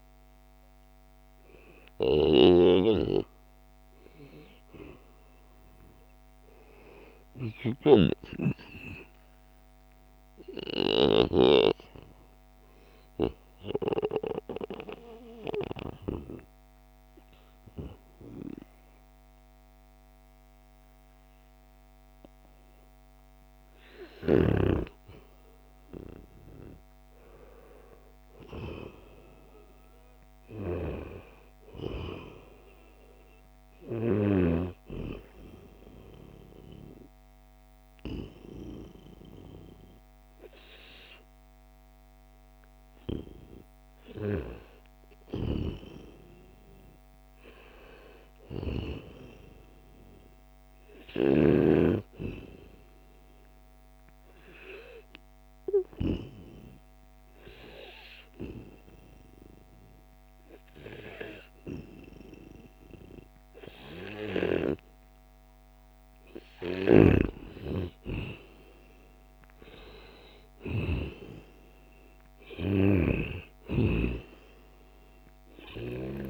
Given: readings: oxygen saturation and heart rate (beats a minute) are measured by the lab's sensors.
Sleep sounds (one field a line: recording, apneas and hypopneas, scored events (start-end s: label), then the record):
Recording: breathing in sleep by a microphone on the trachea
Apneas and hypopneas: 2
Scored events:
0.00-9.50 s: oxygen desaturation (device-marked, oxygen 90% lowest, heart rate 70 extreme)
1.50-8.00 s: snoring (device-marked)
5.00-7.00 s: long interval between heartbeats (device-marked, heart rate 77 before, 87 extreme)
11.50-24.00 s: obstructive apnea (oxygen 97% before, 92% lowest, heart rate 82 before, 73 extreme, up 0 after)
26.00-30.00 s: arousal
30.50-47.50 s: oxygen desaturation (device-marked, oxygen 96% before, 93% lowest, heart rate 77 before, 72 extreme)
51.50-65.00 s: obstructive apnea (oxygen 96% before, 87% lowest, heart rate 74 before, 72 extreme, up 2 after)
66.50-73.00 s: snoring (device-marked)
67.50-72.00 s: arousal
From the record:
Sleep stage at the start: N2 (light sleep)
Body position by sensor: on the back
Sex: male